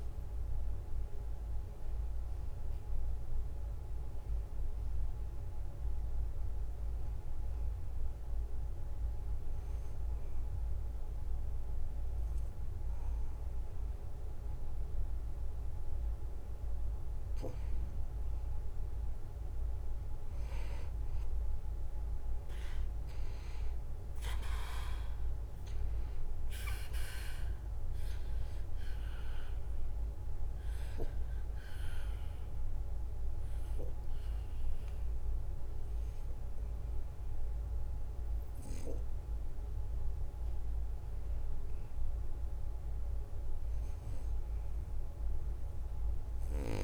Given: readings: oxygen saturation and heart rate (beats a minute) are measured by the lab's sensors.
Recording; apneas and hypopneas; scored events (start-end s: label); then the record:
breathing in sleep, hard to hear, by a room microphone; 2
0.00-10.50 s: oxygen desaturation (device-marked, oxygen 91% lowest, heart rate 70 extreme)
7.50-18.50 s: obstructive apnea (oxygen 96% before, 90% lowest, heart rate 73 before, 70 extreme, up 0 after)
22.00-26.00 s: arousal
28.50-42.50 s: oxygen desaturation (device-marked, oxygen 94% before, 91% lowest, heart rate 72 before, 69 extreme)
30.00-40.00 s: obstructive apnea (oxygen 94% before, 90% lowest, heart rate 72 before, 69 extreme, up 0 after)
45.00-46.84 s: arousal
From the record:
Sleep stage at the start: N2 (light sleep); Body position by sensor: on the back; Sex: male